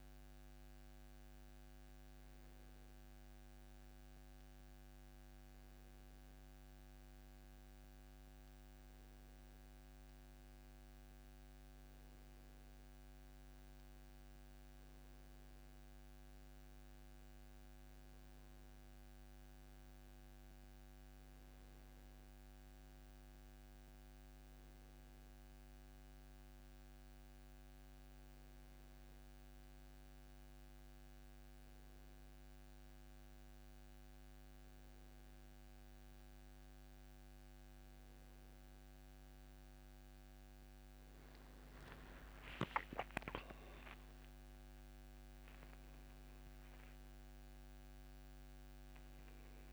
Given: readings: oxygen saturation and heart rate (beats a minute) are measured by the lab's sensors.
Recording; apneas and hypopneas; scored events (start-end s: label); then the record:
breathing in sleep, hard to hear, by a microphone on the trachea; none
41.50-46.00 s: arousal
From the record:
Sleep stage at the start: N1 (lightest sleep); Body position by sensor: on the back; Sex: male